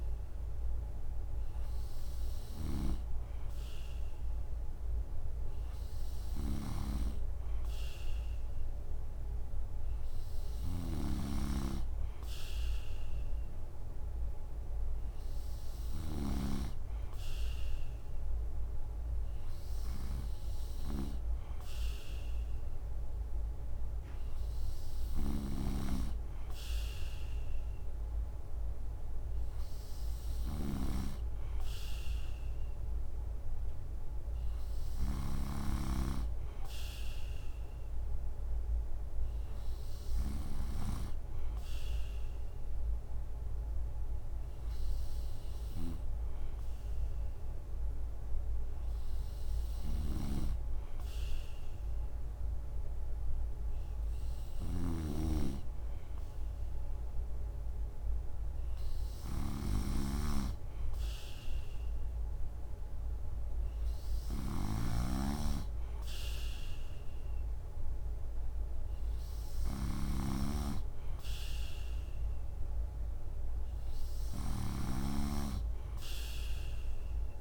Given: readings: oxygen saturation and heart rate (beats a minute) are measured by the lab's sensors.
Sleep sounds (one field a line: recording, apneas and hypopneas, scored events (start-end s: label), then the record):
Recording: breathing in sleep by a room microphone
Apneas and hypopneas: none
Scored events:
6.00-16.00 s: snoring (device-marked)
25.00-40.50 s: snoring (device-marked)
49.50-77.41 s: snoring (device-marked)
From the record:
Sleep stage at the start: N3 (deep sleep)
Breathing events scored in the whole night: 77 in 4.9 hours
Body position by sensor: on the right side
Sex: male